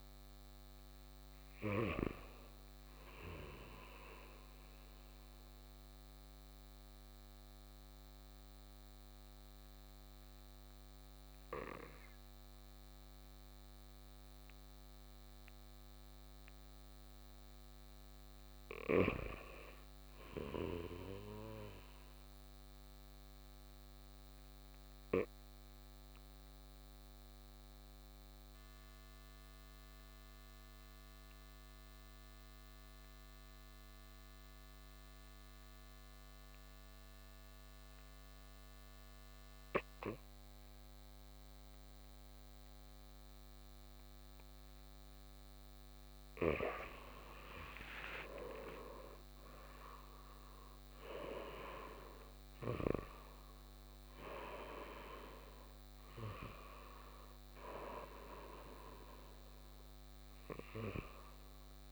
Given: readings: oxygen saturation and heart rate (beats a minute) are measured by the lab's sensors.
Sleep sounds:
breathing in sleep by a microphone on the trachea; 2
4.00-16.50 s: mixed apnea (oxygen 95% before, 91% lowest, heart rate 63 before, 54 extreme, up 4 after)
18.00-20.50 s: arousal
22.50-45.00 s: obstructive apnea (oxygen 99% before, 92% lowest, heart rate 59 before, 54 extreme, up 5 after)
41.50-61.91 s: oxygen desaturation (device-marked, oxygen 97% before, 93% lowest, heart rate 58 before, 55 extreme)
47.00-51.50 s: arousal
58.50-61.91 s: new sleep stage, REM sleep
From the record:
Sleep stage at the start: N2 (light sleep); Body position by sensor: on the right side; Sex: male

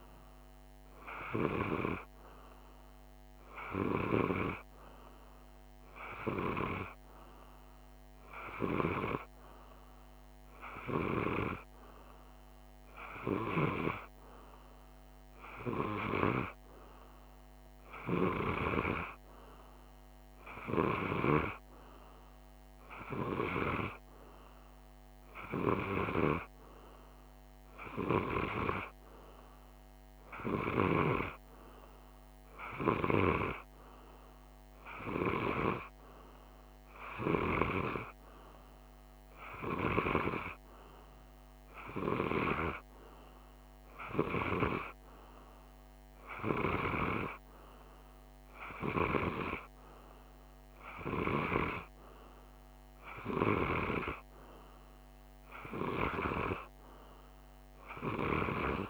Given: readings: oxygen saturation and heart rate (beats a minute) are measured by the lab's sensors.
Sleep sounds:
breathing in sleep by a microphone on the trachea; none
none scored
From the record:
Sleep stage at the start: N2 (light sleep); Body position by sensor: on the right side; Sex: male

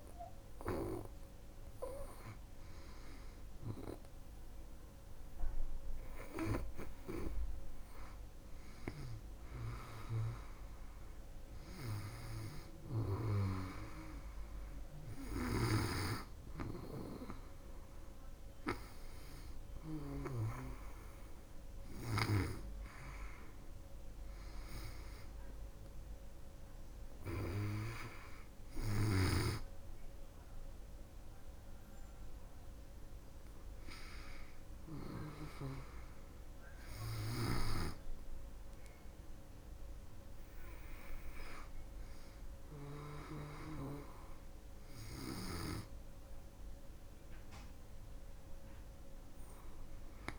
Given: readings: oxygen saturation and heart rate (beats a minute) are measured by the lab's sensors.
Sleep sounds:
breathing in sleep by a room microphone; none
none scored
From the record:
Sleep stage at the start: N2 (light sleep); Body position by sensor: on the back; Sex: female

